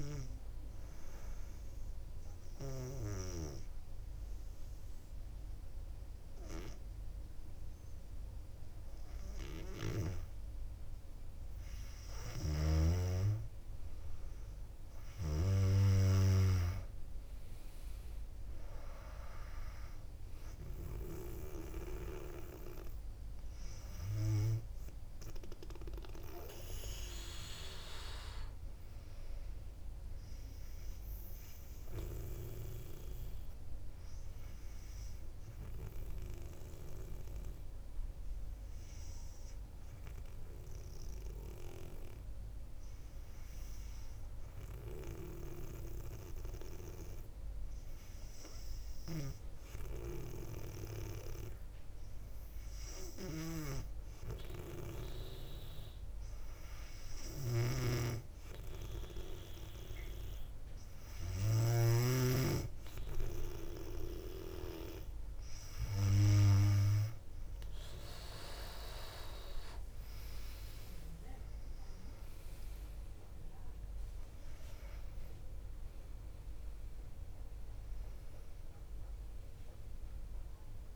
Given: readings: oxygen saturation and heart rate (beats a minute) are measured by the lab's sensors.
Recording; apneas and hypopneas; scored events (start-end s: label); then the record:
breathing in sleep by a room microphone; 2
2.00-13.00 s: obstructive apnea (oxygen 99% before, 95% lowest, heart rate 63 before, 58 extreme, up 4 after)
12.50-16.50 s: snoring (device-marked)
17.00-20.50 s: arousal
17.00-39.00 s: oxygen desaturation (device-marked, oxygen 99% before, 95% lowest, heart rate 59 before, 58 extreme)
31.00-58.50 s: obstructive apnea (oxygen 99% before, 96% lowest, heart rate 60 before, 58 extreme, up 2 after)
53.00-62.00 s: snoring (device-marked)
70.50-75.50 s: arousal
From the record:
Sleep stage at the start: N2 (light sleep); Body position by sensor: on the back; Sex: female